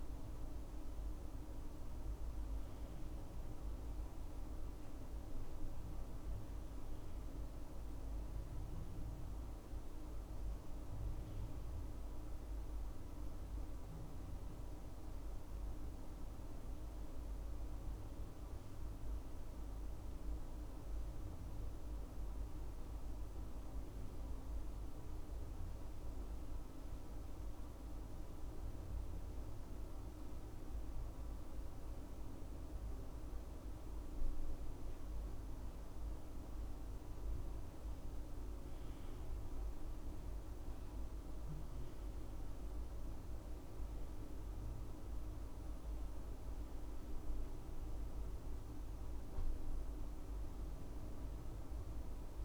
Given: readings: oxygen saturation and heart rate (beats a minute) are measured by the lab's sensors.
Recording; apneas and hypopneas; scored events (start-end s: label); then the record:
breathing in sleep, hard to hear, by a room microphone; 1
0.00-9.50 s: oxygen desaturation (device-marked, oxygen 91% lowest, heart rate 69 extreme)
10.50-15.00 s: arousal
25.50-36.50 s: mixed apnea (oxygen 98% before, 94% lowest, heart rate 71 before, 70 extreme, up 4 after)
38.50-42.00 s: arousal
42.50-52.45 s: oxygen desaturation (device-marked, oxygen 97% before, 94% lowest, heart rate 73 before, 63 extreme)
From the record:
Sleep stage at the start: N2 (light sleep); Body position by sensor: on the back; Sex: male